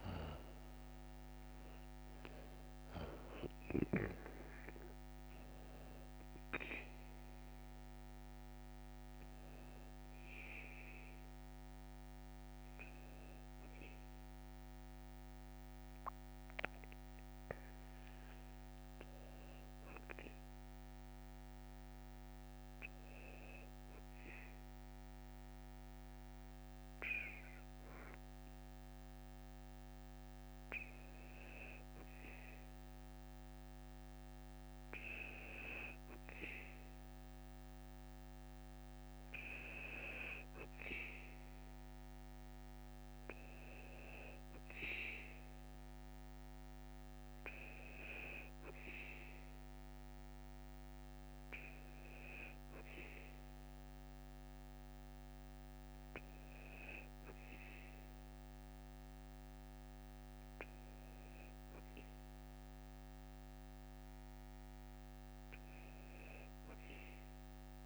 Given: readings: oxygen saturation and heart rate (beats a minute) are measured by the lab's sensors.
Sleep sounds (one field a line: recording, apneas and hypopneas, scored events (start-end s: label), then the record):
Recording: breathing in sleep by a microphone on the trachea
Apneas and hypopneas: 1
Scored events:
0.00-22.50 s: oxygen desaturation (device-marked, oxygen 93% lowest, heart rate 54 extreme)
13.00-29.00 s: hypopnea (oxygen 98% before, 93% lowest, heart rate 79 before, 54 extreme, up 3 after)
31.50-35.50 s: arousal
From the record:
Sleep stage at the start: N2 (light sleep)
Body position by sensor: on the back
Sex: male